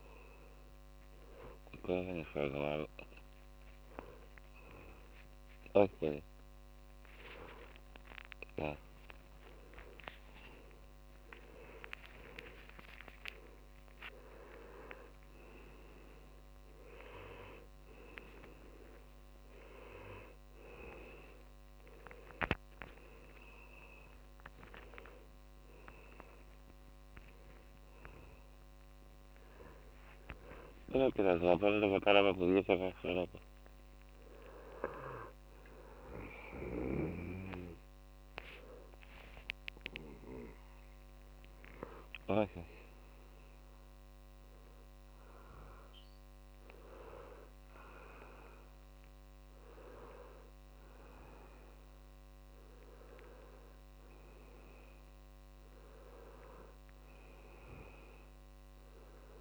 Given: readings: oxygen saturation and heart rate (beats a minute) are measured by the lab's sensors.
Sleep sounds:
a person awake in a sleep study, by a microphone on the trachea; none
56.00-59.41 s: new sleep stage, N1 (lightest sleep)
From the record:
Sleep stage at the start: awake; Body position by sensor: on the back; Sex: male

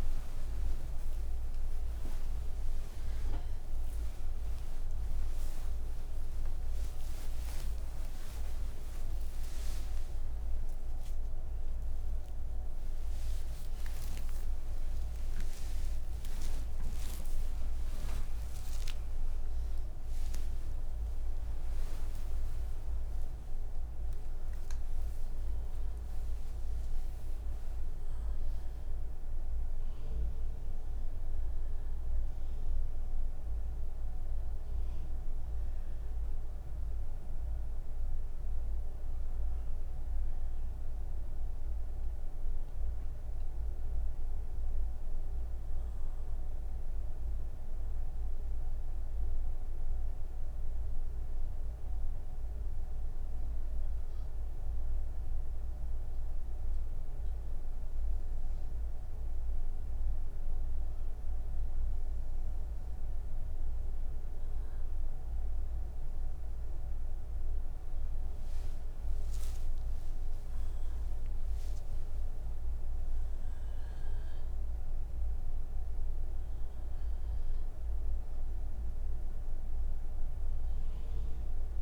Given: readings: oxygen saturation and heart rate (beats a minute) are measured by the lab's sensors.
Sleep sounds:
breathing in sleep, hard to hear, by a room microphone; 1
0.00-13.50 s: oxygen desaturation (device-marked, oxygen 93% lowest, heart rate 38 extreme)
50.50-66.50 s: obstructive apnea (oxygen 99% before, 93% lowest)
From the record:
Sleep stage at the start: N1 (lightest sleep); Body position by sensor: on the back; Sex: female

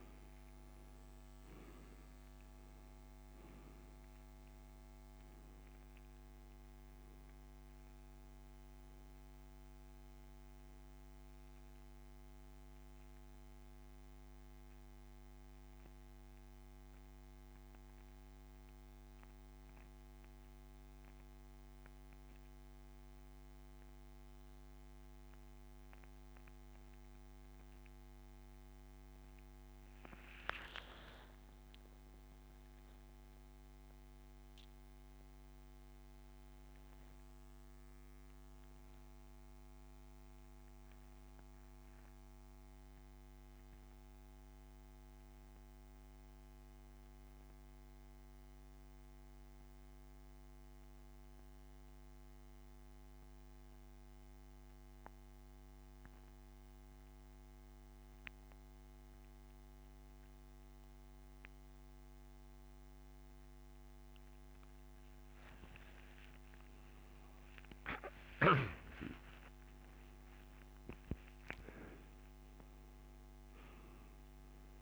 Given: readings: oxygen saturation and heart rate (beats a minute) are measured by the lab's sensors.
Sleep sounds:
breathing in sleep by a microphone on the trachea; 2
0.00-49.50 s: oxygen desaturation (device-marked, oxygen 82% lowest)
14.00-29.00 s: central apnea (oxygen 96% before, 82% lowest)
30.50-35.00 s: arousal
36.50-65.00 s: mixed apnea (oxygen 92% before, 82% lowest)
64.50-74.82 s: new sleep stage, N1 (lightest sleep)
64.50-74.82 s: oxygen desaturation (device-marked, oxygen 98% before, 91% lowest)
67.50-72.00 s: arousal
From the record:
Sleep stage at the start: N2 (light sleep); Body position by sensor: on the back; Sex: male

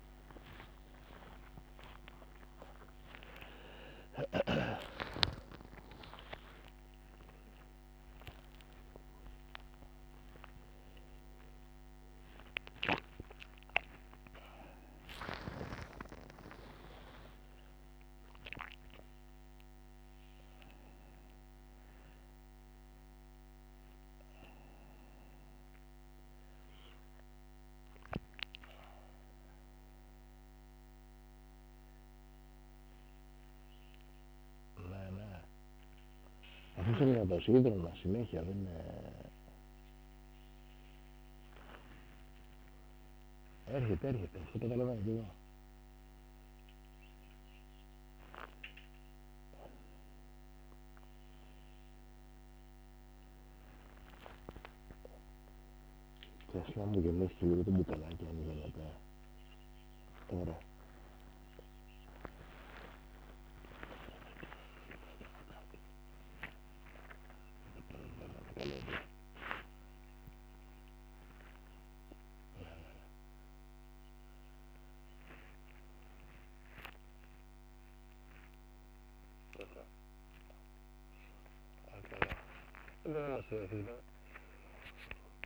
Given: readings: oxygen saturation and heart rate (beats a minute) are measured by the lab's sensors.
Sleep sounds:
a person awake in a sleep study, by a microphone on the trachea; none
39.00-41.00 s: oxygen desaturation (device-marked, oxygen 98% before, 95% lowest, heart rate 149 before, 67 extreme)
80.00-85.46 s: oxygen desaturation (device-marked, oxygen 97% before, 93% lowest, heart rate 86 before, 90 extreme)
From the record:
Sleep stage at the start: awake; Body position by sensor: on the back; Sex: male

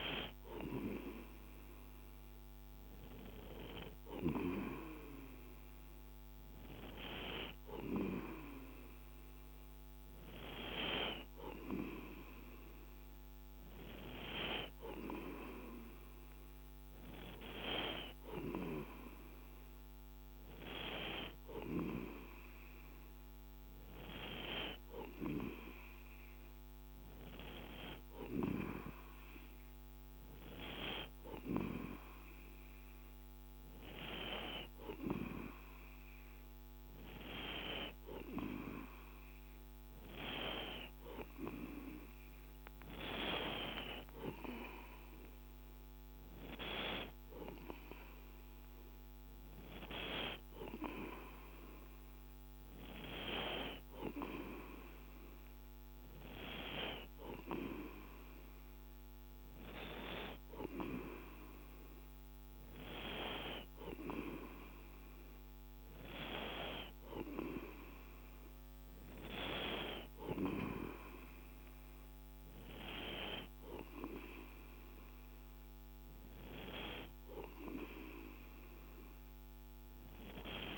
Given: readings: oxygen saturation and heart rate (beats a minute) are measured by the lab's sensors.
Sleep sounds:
breathing in sleep by a microphone on the trachea; none
none scored
From the record:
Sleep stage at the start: N2 (light sleep); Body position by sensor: on the right side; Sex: male

